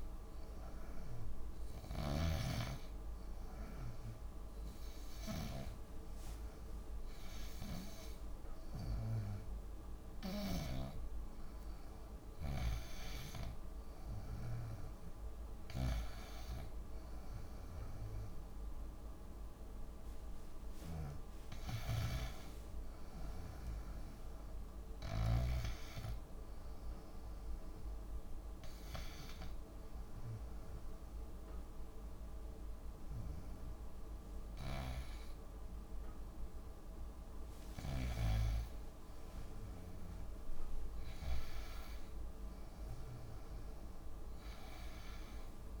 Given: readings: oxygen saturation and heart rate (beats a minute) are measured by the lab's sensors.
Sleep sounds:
breathing in sleep by a room microphone; 2
0.50-11.50 s: hypopnea (oxygen 96% before, 89% lowest)
1.00-15.00 s: oxygen desaturation (device-marked, oxygen 96% before, 89% lowest)
2.50-11.50 s: snoring (device-marked)
13.50-17.50 s: arousal
28.00-39.00 s: hypopnea (oxygen 94% before, 87% lowest)
42.00-45.50 s: arousal
From the record:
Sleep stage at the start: N2 (light sleep); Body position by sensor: on the back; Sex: female

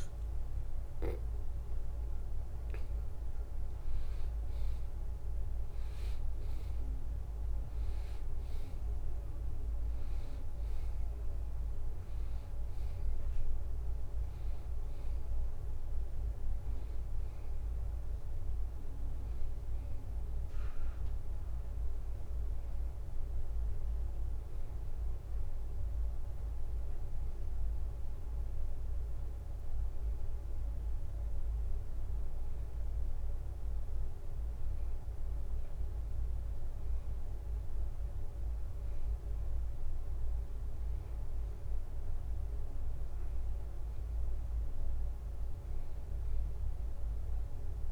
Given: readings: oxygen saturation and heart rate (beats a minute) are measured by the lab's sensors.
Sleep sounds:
a person partly awake in a sleep study, hard to hear, by a room microphone; none
8.00-38.00 s: new sleep stage, N1 (lightest sleep)
38.00-47.91 s: new sleep stage, N2 (light sleep)
From the record:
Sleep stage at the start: awake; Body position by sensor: on the back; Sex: male

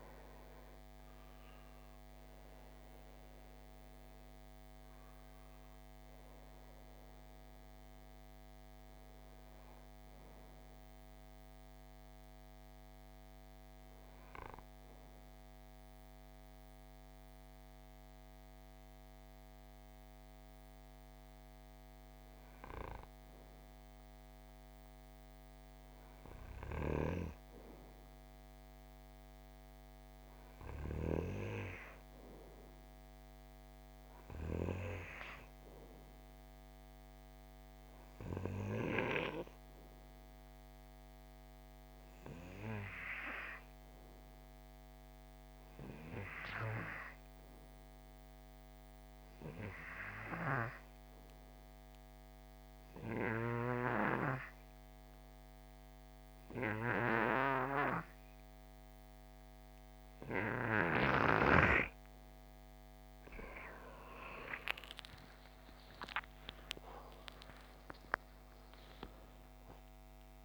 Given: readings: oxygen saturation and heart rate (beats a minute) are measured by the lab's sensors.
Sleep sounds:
breathing in sleep by a microphone on the trachea; 1
0.00-1.00 s: arousal
2.00-21.00 s: oxygen desaturation (device-marked, oxygen 96% before, 91% lowest, heart rate 60 before, 53 extreme)
37.00-70.45 s: oxygen desaturation (device-marked, oxygen 97% before, 91% lowest, heart rate 57 before, 57 extreme)
39.50-62.50 s: obstructive apnea (oxygen 97% before, 89% lowest, heart rate 58 before, 58 extreme, up 14 after)
64.50-68.00 s: arousal
70.00-70.45 s: new sleep stage, N1 (lightest sleep)
From the record:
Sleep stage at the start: N2 (light sleep); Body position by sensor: on the right side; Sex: male

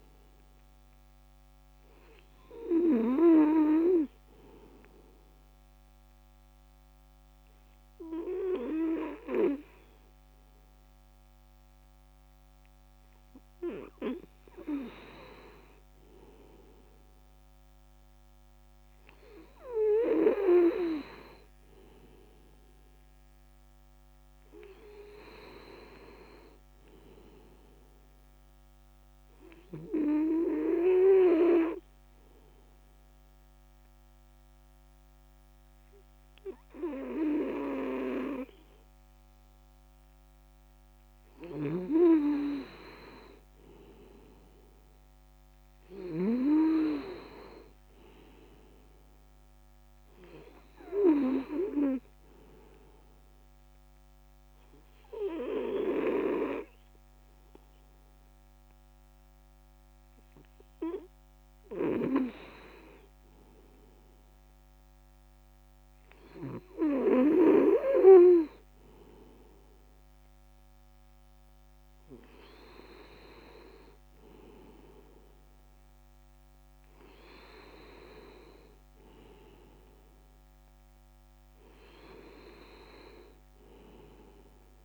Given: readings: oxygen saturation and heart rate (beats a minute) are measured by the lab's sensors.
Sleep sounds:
breathing in sleep by a microphone on the trachea; 3
5.00-15.50 s: obstructive apnea (oxygen 98% before, 96% lowest, heart rate 105 before, 47 extreme, up 34 after)
18.50-23.00 s: arousal
28.00-40.50 s: obstructive apnea (oxygen 98% before, 96% lowest, heart rate 93 before, 47 extreme)
43.00-47.50 s: arousal
52.50-62.50 s: obstructive apnea (oxygen 98% before, 96% lowest, heart rate 84 before, 79 extreme, up 23 after)
65.50-70.50 s: arousal
From the record:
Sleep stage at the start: N2 (light sleep); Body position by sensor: on the back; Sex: male

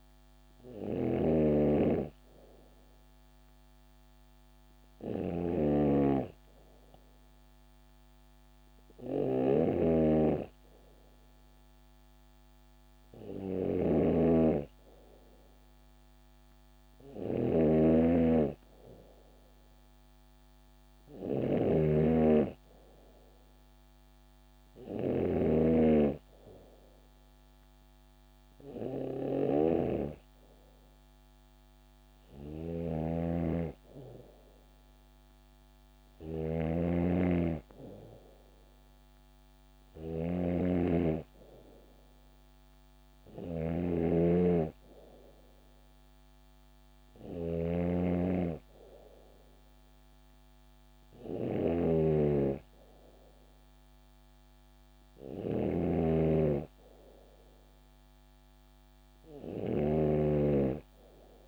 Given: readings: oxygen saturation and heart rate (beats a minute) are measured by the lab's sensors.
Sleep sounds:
breathing in sleep by a microphone on the trachea; none
0.00-61.48 s: snoring (device-marked)
From the record:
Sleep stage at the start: N2 (light sleep); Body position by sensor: on the back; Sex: female

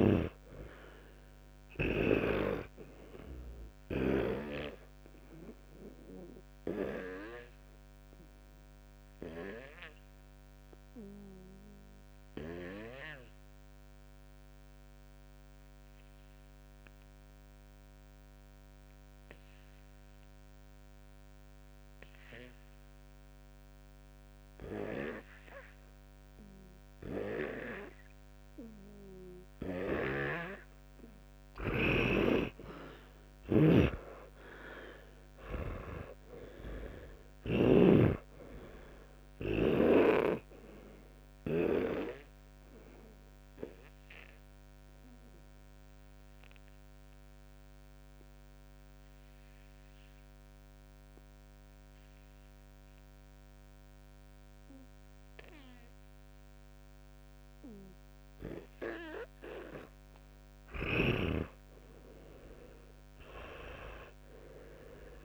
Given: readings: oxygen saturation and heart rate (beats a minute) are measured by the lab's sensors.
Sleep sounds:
breathing in sleep by a microphone on the trachea; 2
0.00-4.50 s: snoring (device-marked)
4.50-32.00 s: obstructive apnea (oxygen 97% before, 87% lowest)
22.50-30.50 s: oxygen desaturation (device-marked, oxygen 94% before, 90% lowest)
31.50-36.00 s: snoring (device-marked)
32.50-40.50 s: oxygen desaturation (device-marked, oxygen 98% before, 92% lowest)
34.00-37.00 s: arousal
38.00-42.00 s: snoring (device-marked)
42.00-60.50 s: obstructive apnea (oxygen 98% before, 87% lowest)
45.50-63.50 s: oxygen desaturation (device-marked, oxygen 94% before, 87% lowest, heart rate 71 before, 28 extreme)
From the record:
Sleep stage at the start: N2 (light sleep); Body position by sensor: on the back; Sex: male

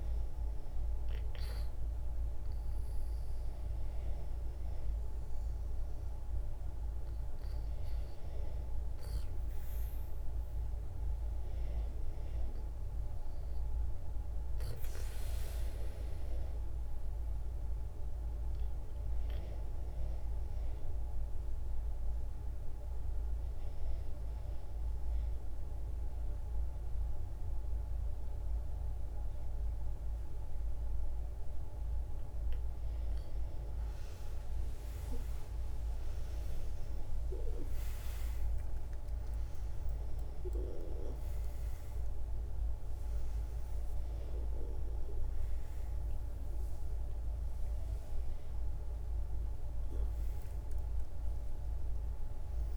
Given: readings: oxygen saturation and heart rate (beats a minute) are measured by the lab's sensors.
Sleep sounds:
breathing in sleep, hard to hear, by a room microphone; 1
14.00-31.50 s: obstructive apnea (oxygen 97% before, 92% lowest, heart rate 62 before, 59 extreme, up 16 after)
32.50-36.50 s: arousal
36.00-49.00 s: oxygen desaturation (device-marked, oxygen 96% before, 92% lowest, heart rate 61 before, 71 extreme)
From the record:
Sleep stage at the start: N2 (light sleep); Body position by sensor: on the back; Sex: female

